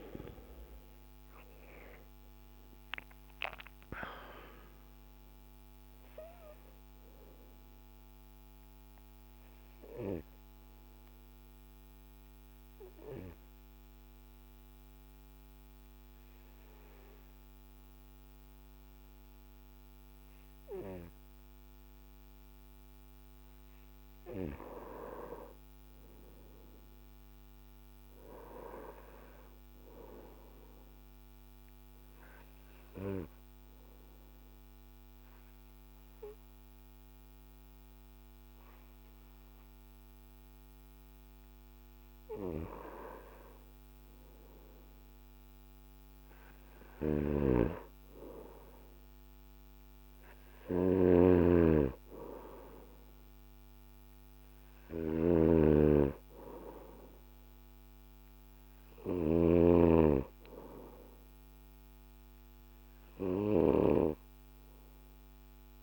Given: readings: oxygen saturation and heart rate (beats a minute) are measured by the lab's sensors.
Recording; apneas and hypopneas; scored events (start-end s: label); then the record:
breathing in sleep by a microphone on the trachea; 2
0.00-19.50 s: oxygen desaturation (device-marked, oxygen 79% lowest, heart rate 55 extreme)
7.50-23.50 s: obstructive apnea (oxygen 92% before, 79% lowest, heart rate 69 before, 55 extreme, up 0 after)
25.50-29.00 s: arousal
31.50-44.50 s: obstructive apnea (oxygen 99% before, 91% lowest, heart rate 62 before, 54 extreme, up 2 after)
43.50-65.83 s: oxygen desaturation (device-marked, oxygen 97% before, 92% lowest, heart rate 58 before, 54 extreme)
46.00-49.50 s: arousal
46.50-63.50 s: snoring (device-marked)
From the record:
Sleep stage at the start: N2 (light sleep); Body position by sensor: on the back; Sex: male